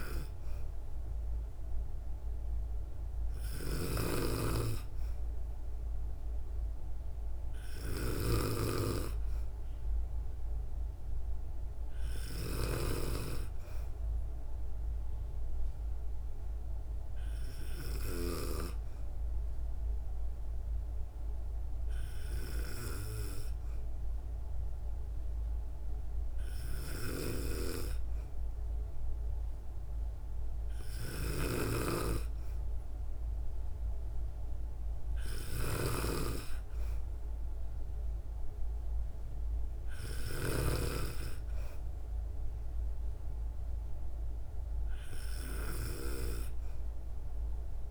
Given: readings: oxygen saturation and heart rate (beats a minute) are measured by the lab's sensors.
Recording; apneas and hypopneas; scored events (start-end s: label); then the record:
breathing in sleep by a room microphone; none
3.00-8.00 s: snoring (device-marked)
30.50-40.50 s: snoring (device-marked)
From the record:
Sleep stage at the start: N2 (light sleep); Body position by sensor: on the back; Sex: female